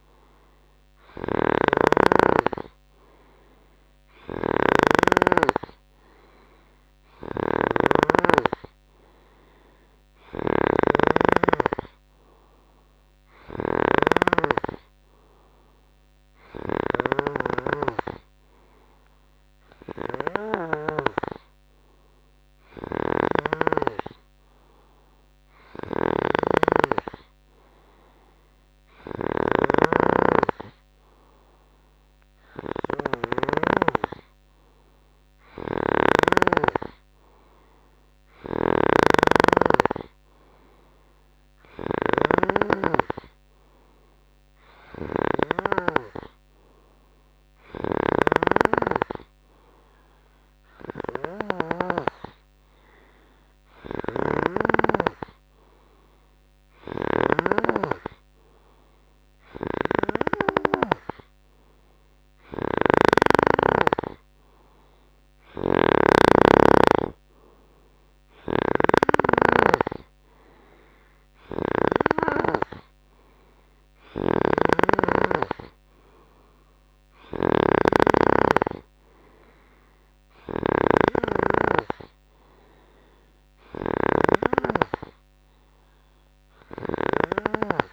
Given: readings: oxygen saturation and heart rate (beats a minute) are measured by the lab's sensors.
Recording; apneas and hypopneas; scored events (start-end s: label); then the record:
breathing in sleep by a microphone on the trachea; none
1.00-17.00 s: snoring (device-marked)
23.00-33.50 s: snoring (device-marked)
35.50-57.50 s: snoring (device-marked)
59.50-72.00 s: snoring (device-marked)
74.00-87.93 s: snoring (device-marked)
From the record:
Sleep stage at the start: N3 (deep sleep); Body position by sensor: on the right side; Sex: male